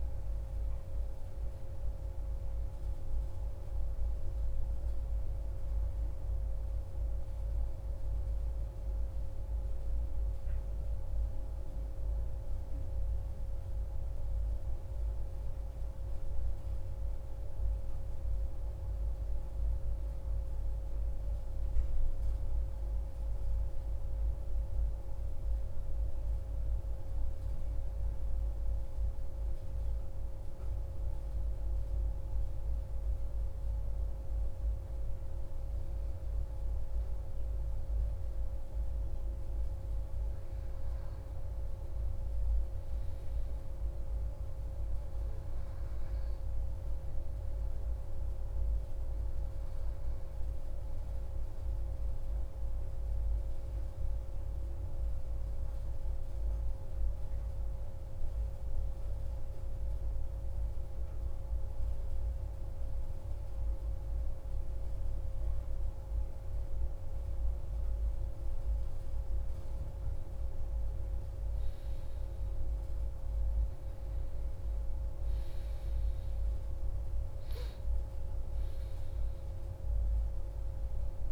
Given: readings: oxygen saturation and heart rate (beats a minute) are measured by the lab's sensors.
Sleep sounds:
breathing in sleep, hard to hear, by a room microphone; 2
15.50-20.00 s: arousal
23.50-35.00 s: obstructive apnea (oxygen 94% before, 91% lowest, heart rate 66 before, 64 extreme, up 2 after)
36.50-40.00 s: arousal
38.00-81.32 s: new sleep stage, N2 (light sleep)
51.00-68.50 s: mixed apnea (oxygen 93% before, 91% lowest, heart rate 65 before, 63 extreme, up 2 after)
70.50-75.50 s: arousal
From the record:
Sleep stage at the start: N1 (lightest sleep); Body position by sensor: on the back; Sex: male

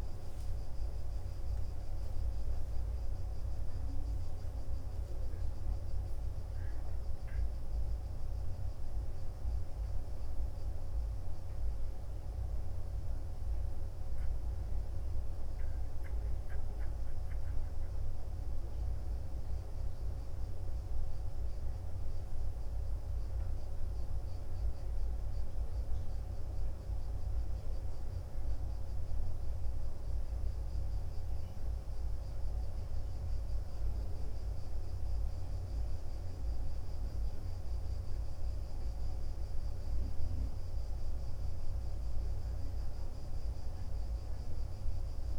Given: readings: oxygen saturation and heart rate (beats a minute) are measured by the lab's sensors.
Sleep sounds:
breathing in sleep, hard to hear, by a room microphone; none
none scored
From the record:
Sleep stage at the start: N2 (light sleep); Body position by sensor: on the back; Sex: male

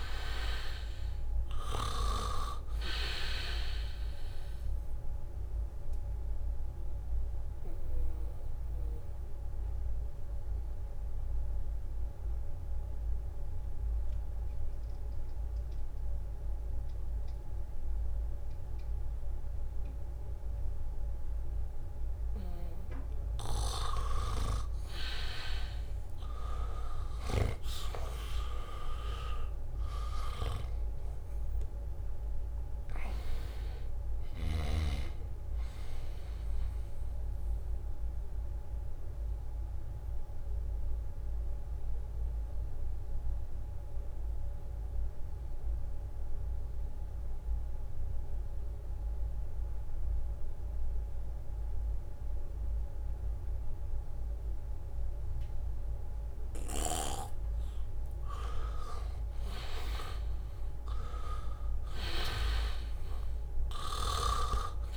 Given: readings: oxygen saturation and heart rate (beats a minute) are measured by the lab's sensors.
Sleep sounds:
breathing in sleep by a room microphone; 2
0.00-3.00 s: arousal
0.00-18.00 s: oxygen desaturation (device-marked, oxygen 83% lowest, heart rate 76 extreme)
6.00-22.50 s: obstructive apnea (oxygen 98% before, 80% lowest, heart rate 79 before, 76 extreme)
27.00-51.00 s: oxygen desaturation (device-marked, oxygen 98% before, 82% lowest, heart rate 79 before, 74 extreme)
28.50-33.00 s: arousal
39.00-56.00 s: obstructive apnea (oxygen 98% before, 80% lowest, heart rate 79 before, 74 extreme, up 1 after)
58.50-62.00 s: arousal
61.00-64.97 s: oxygen desaturation (device-marked, oxygen 99% before, 80% lowest, heart rate 78 before, 75 extreme)
62.50-64.97 s: snoring (device-marked)
63.50-64.97 s: leg movement (device-marked)
From the record:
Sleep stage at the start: N2 (light sleep); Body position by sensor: on the back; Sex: male

